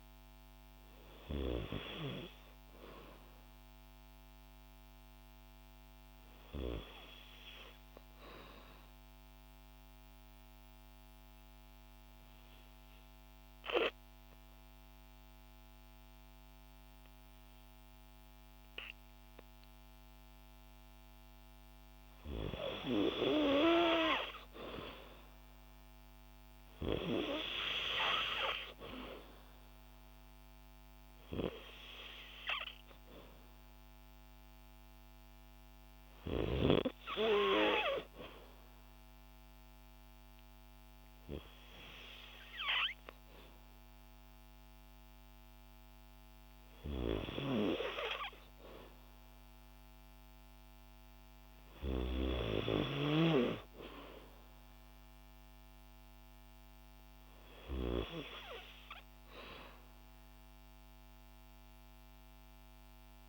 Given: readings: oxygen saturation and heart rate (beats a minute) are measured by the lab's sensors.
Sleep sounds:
breathing in sleep by a microphone on the trachea; 1
8.50-21.00 s: obstructive apnea (oxygen 96% before, 88% lowest, heart rate 56 before, 55 extreme, up 1 after)
21.00-49.00 s: oxygen desaturation (device-marked, oxygen 96% before, 88% lowest, heart rate 58 before, 55 extreme)
21.50-25.50 s: arousal
From the record:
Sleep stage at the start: N2 (light sleep); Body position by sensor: on the back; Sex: female

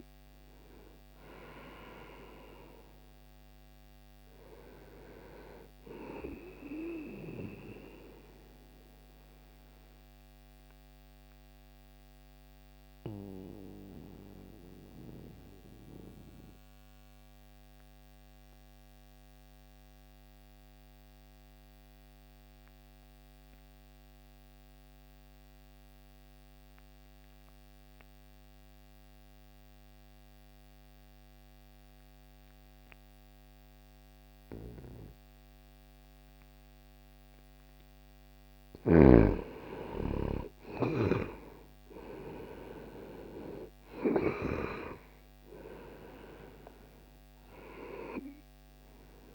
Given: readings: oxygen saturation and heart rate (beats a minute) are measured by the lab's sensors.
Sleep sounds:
breathing in sleep by a microphone on the trachea; 1
0.00-26.00 s: oxygen desaturation (device-marked, oxygen 82% lowest)
7.00-37.00 s: obstructive apnea (oxygen 98% before, 82% lowest)
35.00-49.35 s: oxygen desaturation (device-marked, oxygen 98% before, 82% lowest)
38.50-43.00 s: arousal
From the record:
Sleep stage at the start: N2 (light sleep); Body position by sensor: on the back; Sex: male

